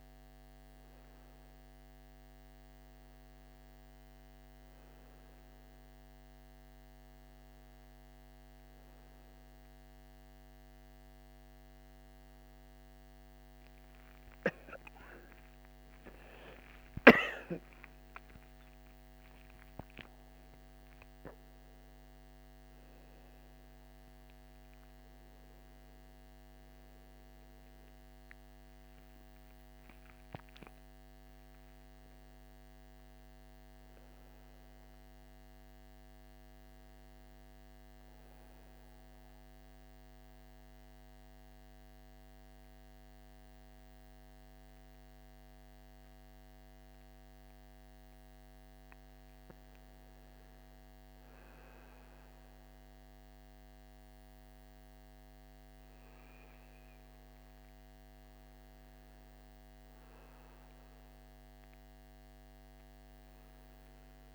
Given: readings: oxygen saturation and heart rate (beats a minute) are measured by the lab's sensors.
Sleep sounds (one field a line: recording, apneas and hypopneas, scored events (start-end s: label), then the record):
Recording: a person partly awake in a sleep study, hard to hear, by a microphone on the trachea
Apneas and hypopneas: 1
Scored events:
3.00-33.00 s: new sleep stage, awake
33.00-63.00 s: new sleep stage, N1 (lightest sleep)
37.00-48.50 s: central apnea (oxygen 98% before, 94% lowest, heart rate 68 before, 53 extreme, up 5 after)
51.00-55.50 s: arousal
63.00-64.35 s: new sleep stage, N2 (light sleep)
From the record:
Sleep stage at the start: N1 (lightest sleep)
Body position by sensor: on the right side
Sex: male